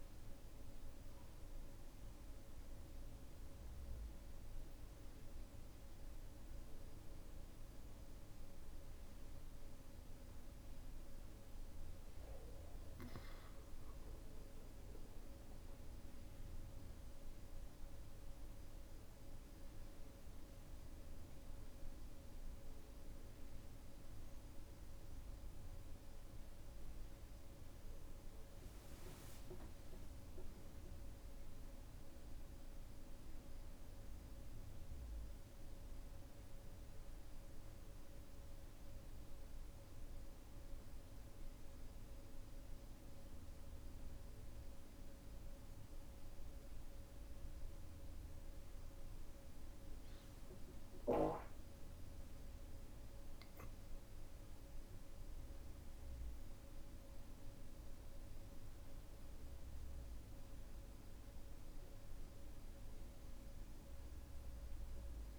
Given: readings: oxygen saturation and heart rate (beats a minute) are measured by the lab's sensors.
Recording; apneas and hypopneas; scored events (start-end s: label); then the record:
breathing in sleep, hard to hear, by a room microphone; none
none scored
From the record:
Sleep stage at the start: N1 (lightest sleep); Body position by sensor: on the back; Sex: male